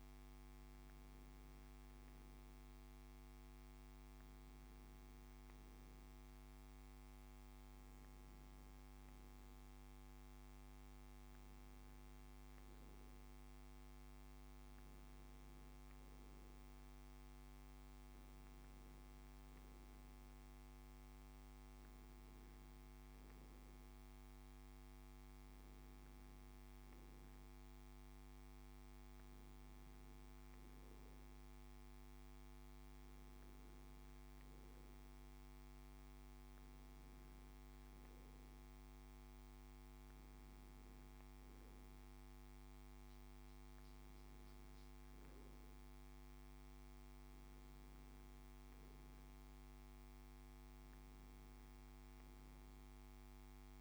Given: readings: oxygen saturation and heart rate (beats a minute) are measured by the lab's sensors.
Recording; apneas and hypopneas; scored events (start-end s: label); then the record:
breathing in sleep, hard to hear, by a microphone on the trachea; none
6.50-53.81 s: new sleep stage, N2 (light sleep)
From the record:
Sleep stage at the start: N1 (lightest sleep); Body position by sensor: on the back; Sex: male